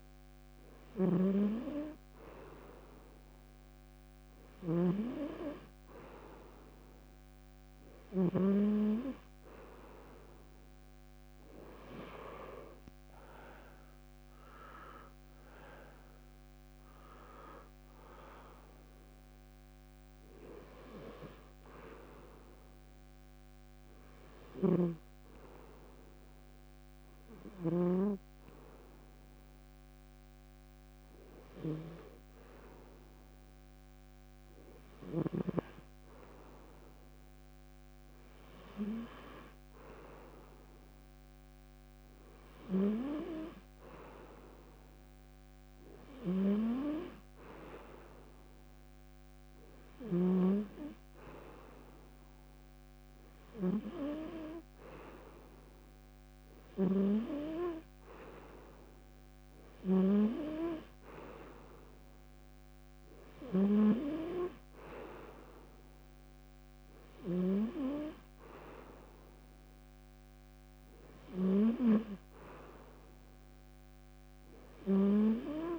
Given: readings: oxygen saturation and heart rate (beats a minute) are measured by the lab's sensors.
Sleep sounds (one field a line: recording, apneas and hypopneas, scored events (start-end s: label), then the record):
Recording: breathing in sleep by a microphone on the trachea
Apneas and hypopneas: none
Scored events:
0.50-8.00 s: snoring (device-marked)
24.00-27.50 s: snoring (device-marked)
From the record:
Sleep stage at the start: N2 (light sleep)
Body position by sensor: on the front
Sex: male